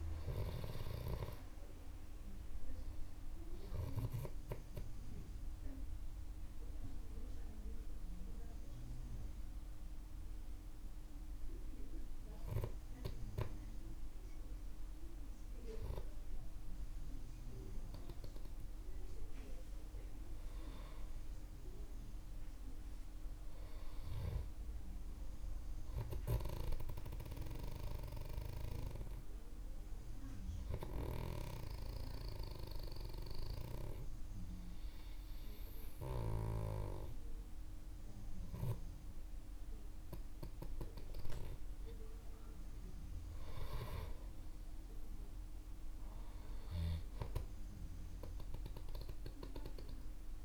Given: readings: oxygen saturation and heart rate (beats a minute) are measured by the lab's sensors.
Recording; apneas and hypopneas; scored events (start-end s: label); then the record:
breathing in sleep by a room microphone; 2
4.50-14.50 s: obstructive apnea (oxygen 96% before, 93% lowest, heart rate 66 before, 48 extreme, up 8 after)
19.50-23.00 s: arousal
29.00-41.00 s: hypopnea (oxygen 96% before, 94% lowest, heart rate 54 before, 48 extreme, up 3 after)
From the record:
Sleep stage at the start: N2 (light sleep); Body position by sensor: on the back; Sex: male